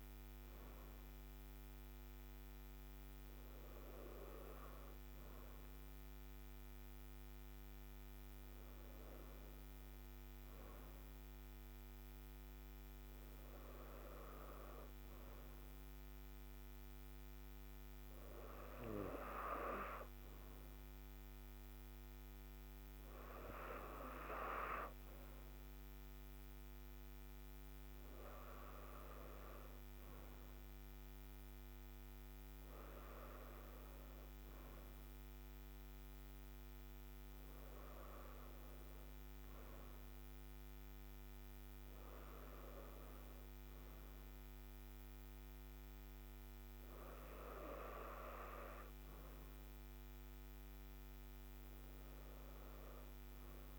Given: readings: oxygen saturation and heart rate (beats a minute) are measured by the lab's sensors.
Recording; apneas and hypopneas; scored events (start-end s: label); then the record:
breathing in sleep by a microphone on the trachea; none
none scored
From the record:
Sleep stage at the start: N2 (light sleep); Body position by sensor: on the right side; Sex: female